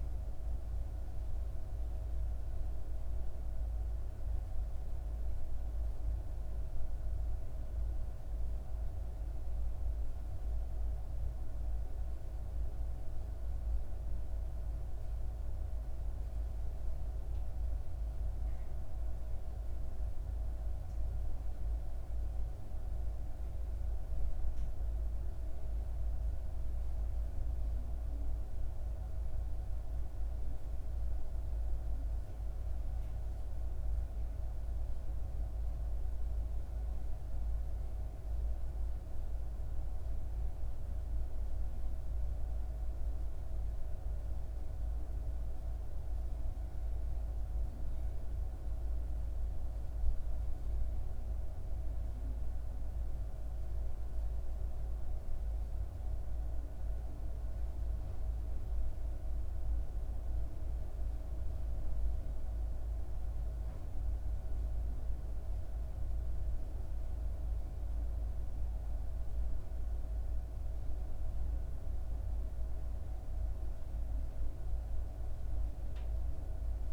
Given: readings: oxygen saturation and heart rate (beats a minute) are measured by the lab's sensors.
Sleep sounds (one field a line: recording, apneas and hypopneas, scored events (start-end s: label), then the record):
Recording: breathing in sleep, hard to hear, by a room microphone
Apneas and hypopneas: none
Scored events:
67.50-76.93 s: new sleep stage, N1 (lightest sleep)
From the record:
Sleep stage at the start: N2 (light sleep)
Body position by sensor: on the back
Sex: female